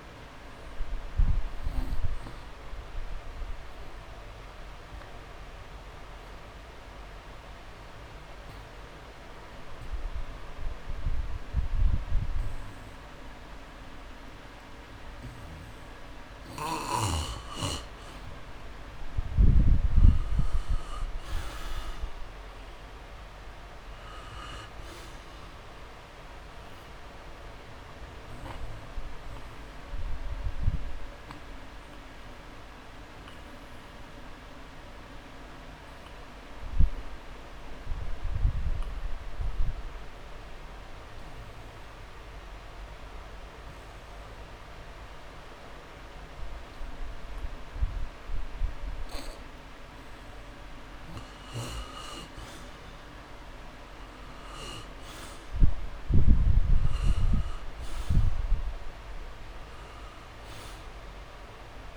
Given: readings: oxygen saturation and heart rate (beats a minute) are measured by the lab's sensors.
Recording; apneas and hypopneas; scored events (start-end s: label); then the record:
breathing in sleep by a room microphone; 2
0.00-2.00 s: long interval between heartbeats (device-marked)
1.50-15.50 s: obstructive apnea (oxygen 97% before, 88% lowest)
19.50-23.00 s: arousal
24.50-59.50 s: oxygen desaturation (device-marked, oxygen 97% before, 88% lowest)
28.50-50.50 s: obstructive apnea (oxygen 97% before, 88% lowest)
52.00-55.50 s: arousal
From the record:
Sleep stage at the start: N2 (light sleep); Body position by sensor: on the back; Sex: male